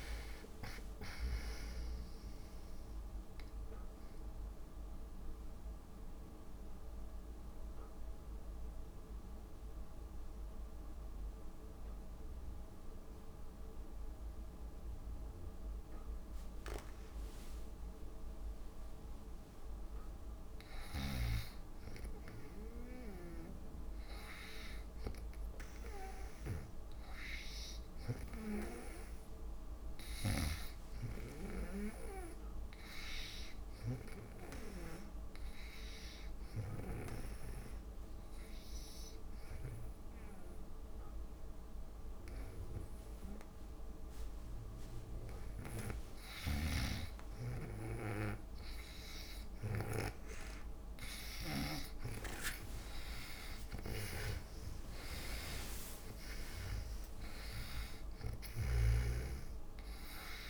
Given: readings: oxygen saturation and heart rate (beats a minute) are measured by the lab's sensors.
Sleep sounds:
breathing in sleep by a room microphone; 2
0.00-1.50 s: arousal
3.00-20.50 s: mixed apnea (oxygen 96% before, 89% lowest)
21.50-31.00 s: snoring (device-marked)
22.50-26.50 s: arousal
24.50-41.50 s: oxygen desaturation (device-marked, oxygen 99% before, 91% lowest)
34.00-46.50 s: hypopnea (oxygen 99% before, 78% lowest)
46.50-59.50 s: snoring (device-marked)
51.50-60.49 s: oxygen desaturation (device-marked, oxygen 96% before, 89% lowest)
52.50-57.00 s: arousal
From the record:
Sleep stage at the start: N2 (light sleep); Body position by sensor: on the back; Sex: female

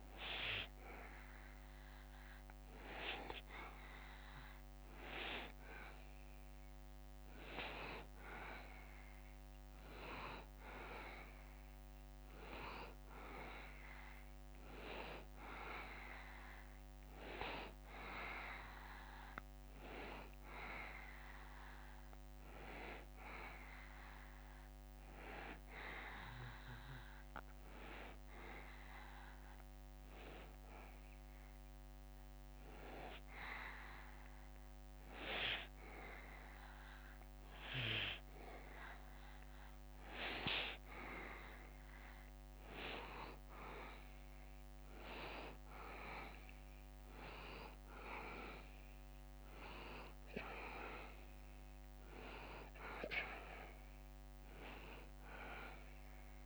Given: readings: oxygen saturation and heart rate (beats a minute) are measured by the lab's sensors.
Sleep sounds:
breathing in sleep by a microphone on the trachea; none
52.50-55.50 s: arousal
From the record:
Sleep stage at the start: N2 (light sleep); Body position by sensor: on the back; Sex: male

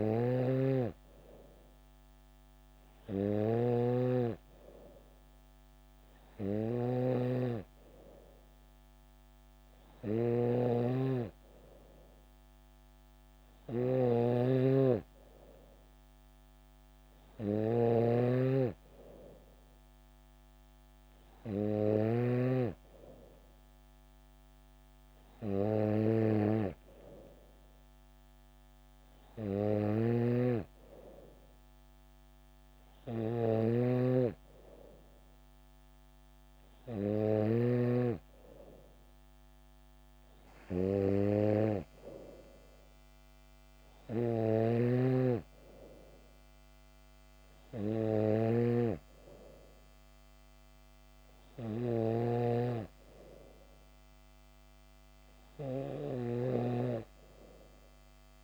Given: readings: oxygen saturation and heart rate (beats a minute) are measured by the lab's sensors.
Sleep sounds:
breathing in sleep by a microphone on the trachea; none
0.00-22.50 s: snoring (device-marked)
30.00-38.00 s: snoring (device-marked)
44.50-58.44 s: snoring (device-marked)
From the record:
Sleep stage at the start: N3 (deep sleep); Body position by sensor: on the back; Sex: female

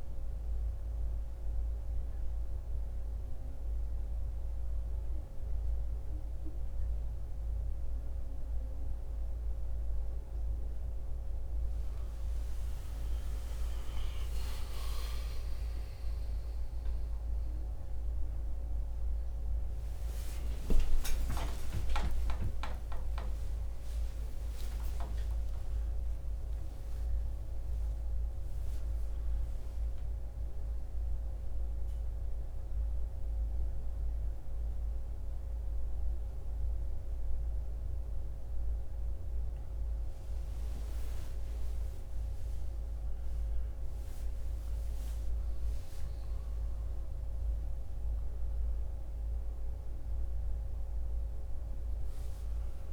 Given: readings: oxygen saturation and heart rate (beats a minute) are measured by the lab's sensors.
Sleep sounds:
a person awake in a sleep study, by a room microphone; none
none scored
From the record:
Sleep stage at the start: awake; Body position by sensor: on the back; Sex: male

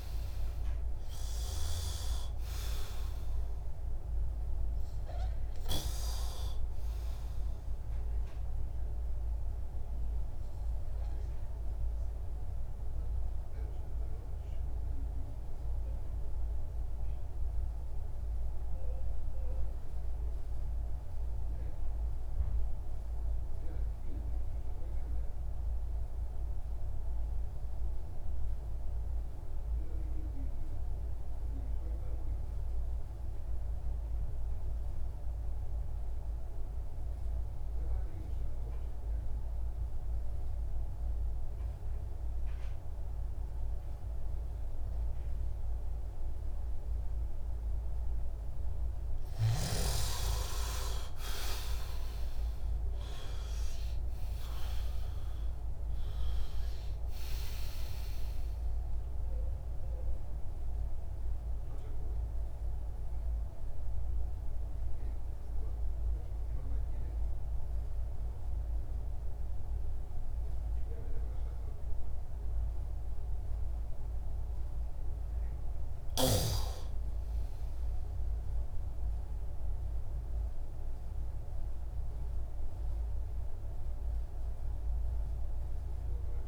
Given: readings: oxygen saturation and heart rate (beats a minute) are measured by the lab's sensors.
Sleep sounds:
breathing in sleep by a room microphone; 2
0.00-25.50 s: oxygen desaturation (device-marked, oxygen 89% lowest, heart rate 60 extreme)
10.50-48.00 s: obstructive apnea (oxygen 99% before, 85% lowest, heart rate 65 before, 57 extreme, up 8 after)
36.50-79.50 s: oxygen desaturation (device-marked, oxygen 99% before, 85% lowest, heart rate 64 before, 53 extreme)
50.50-54.50 s: arousal
63.00-75.50 s: mixed apnea (oxygen 98% before, 85% lowest, heart rate 68 before, 53 extreme, up 4 after)
79.50-84.00 s: arousal
From the record:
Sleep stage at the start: N2 (light sleep); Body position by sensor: on the back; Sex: male

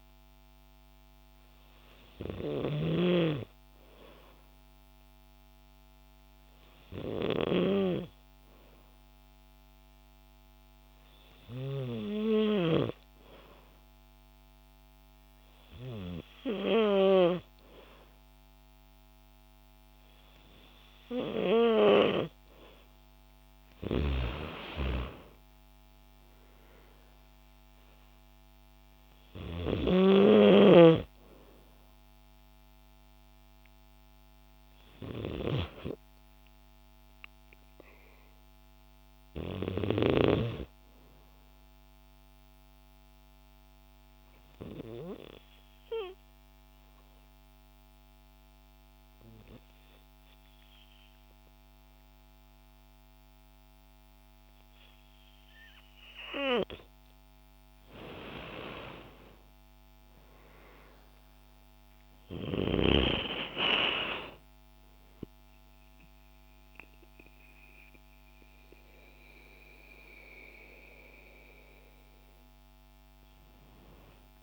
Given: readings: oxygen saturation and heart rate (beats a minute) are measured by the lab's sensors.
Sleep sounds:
breathing in sleep by a microphone on the trachea; 2
0.50-21.00 s: hypopnea (oxygen 96% before, 90% lowest, heart rate 128 before, 53 extreme, up 10 after)
22.50-49.50 s: oxygen desaturation (device-marked, oxygen 96% before, 92% lowest, heart rate 60 before, 54 extreme)
24.00-27.50 s: arousal
43.00-55.50 s: obstructive apnea (oxygen 96% before, 90% lowest, heart rate 80 before, 54 extreme, up 49 after)
59.50-64.00 s: arousal
62.50-74.42 s: oxygen desaturation (device-marked, oxygen 96% before, 90% lowest, heart rate 63 before, 64 extreme)
From the record:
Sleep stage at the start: N2 (light sleep); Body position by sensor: on the back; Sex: female

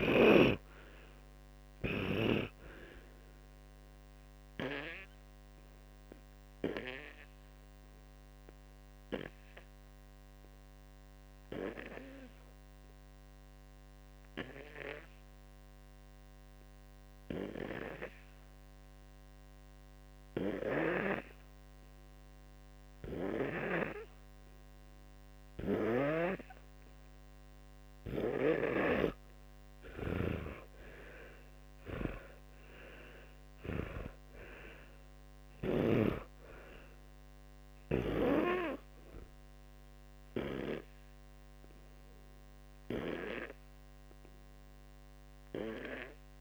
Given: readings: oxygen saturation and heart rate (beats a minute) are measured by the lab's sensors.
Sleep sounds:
breathing in sleep by a microphone on the trachea; 1
7.00-29.00 s: hypopnea (oxygen 99% before, 90% lowest, heart rate 66 before, 56 extreme, up 30 after)
29.50-36.00 s: snoring (device-marked)
30.50-34.00 s: arousal
38.50-46.41 s: oxygen desaturation (device-marked, oxygen 100% before, 90% lowest, heart rate 66 before, 57 extreme)
From the record:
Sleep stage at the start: N2 (light sleep); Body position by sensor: on the back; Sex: male

